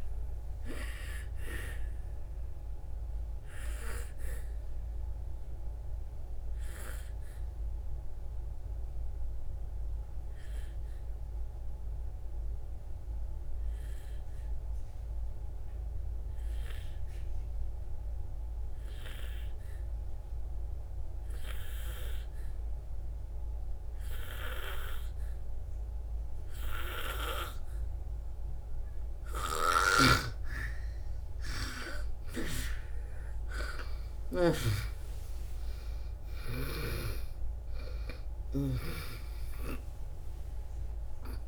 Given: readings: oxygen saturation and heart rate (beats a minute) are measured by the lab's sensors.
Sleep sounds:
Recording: breathing in sleep by a room microphone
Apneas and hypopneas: 1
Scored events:
0.00-25.50 s: oxygen desaturation (device-marked, oxygen 87% lowest, heart rate 55 extreme)
2.50-29.50 s: obstructive apnea (oxygen 98% before, 87% lowest, heart rate 65 before, 55 extreme, up 10 after)
30.00-39.00 s: snoring (device-marked)
33.00-39.00 s: arousal
37.50-41.48 s: oxygen desaturation (device-marked, oxygen 98% before, 87% lowest, heart rate 63 before, 54 extreme)
From the record:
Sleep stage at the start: N2 (light sleep)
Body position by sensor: on the back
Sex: female

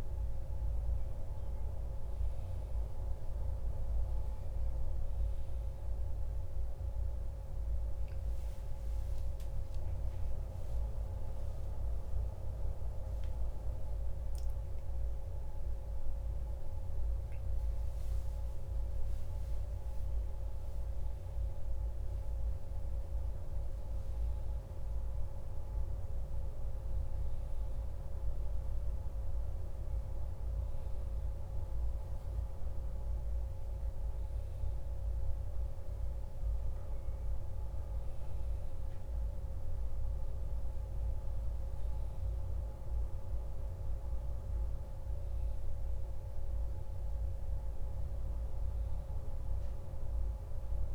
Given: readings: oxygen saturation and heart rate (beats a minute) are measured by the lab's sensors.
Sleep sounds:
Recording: a person partly awake in a sleep study, hard to hear, by a room microphone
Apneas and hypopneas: none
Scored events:
12.50-50.95 s: new sleep stage, N1 (lightest sleep)
From the record:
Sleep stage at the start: awake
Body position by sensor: on the back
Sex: male

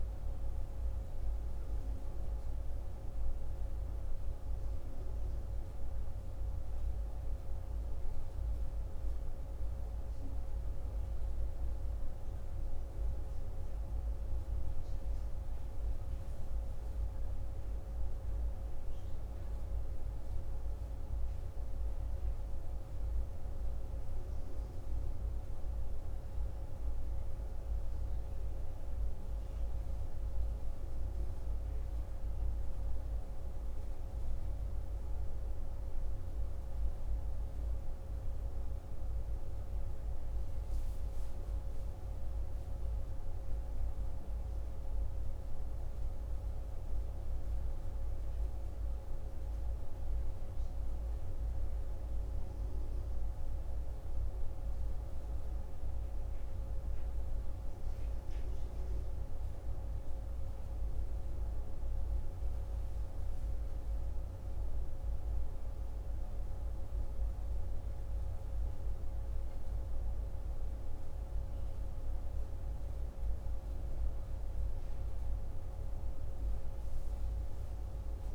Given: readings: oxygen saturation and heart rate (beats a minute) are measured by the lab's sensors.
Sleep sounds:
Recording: breathing in sleep, hard to hear, by a room microphone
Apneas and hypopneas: none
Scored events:
none scored
From the record:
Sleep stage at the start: N1 (lightest sleep)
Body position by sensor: on the right side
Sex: male

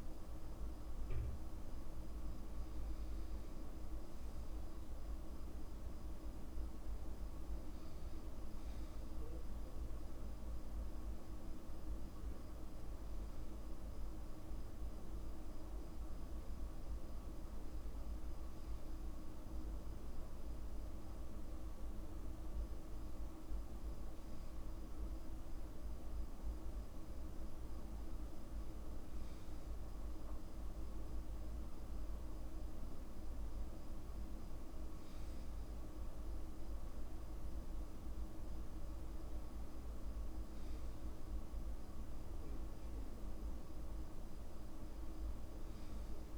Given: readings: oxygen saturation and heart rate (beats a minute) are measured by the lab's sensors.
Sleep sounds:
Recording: breathing in sleep, hard to hear, by a room microphone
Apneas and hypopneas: none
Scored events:
none scored
From the record:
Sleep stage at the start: N2 (light sleep)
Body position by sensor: on the back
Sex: male

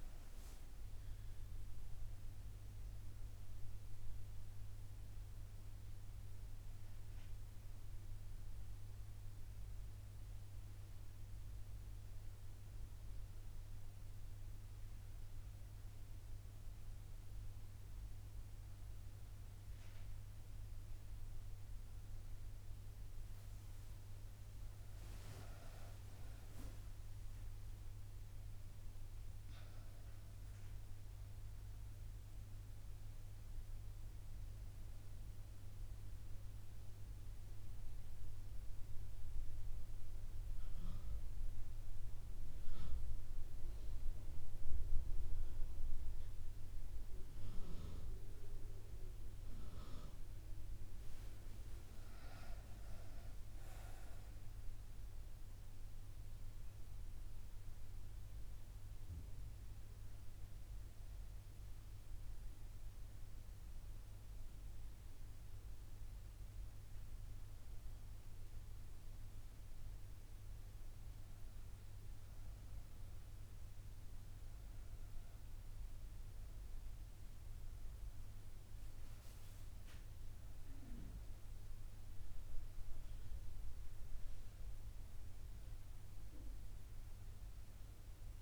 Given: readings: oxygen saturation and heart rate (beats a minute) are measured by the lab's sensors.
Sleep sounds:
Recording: breathing in sleep, hard to hear, by a room microphone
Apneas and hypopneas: none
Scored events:
51.00-55.00 s: arousal
56.00-88.42 s: new sleep stage, REM sleep
From the record:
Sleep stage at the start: N1 (lightest sleep)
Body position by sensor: on the right side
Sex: female

